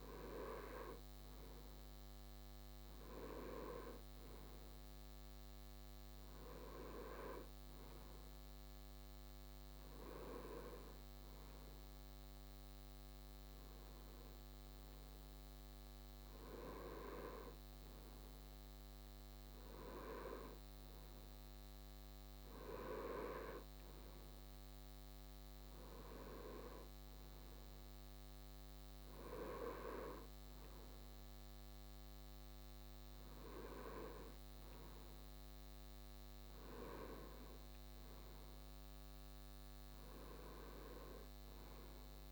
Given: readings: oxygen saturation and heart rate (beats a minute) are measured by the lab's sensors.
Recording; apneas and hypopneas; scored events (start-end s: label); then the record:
breathing in sleep by a microphone on the trachea; none
none scored
From the record:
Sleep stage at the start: N2 (light sleep); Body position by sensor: on the right side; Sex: male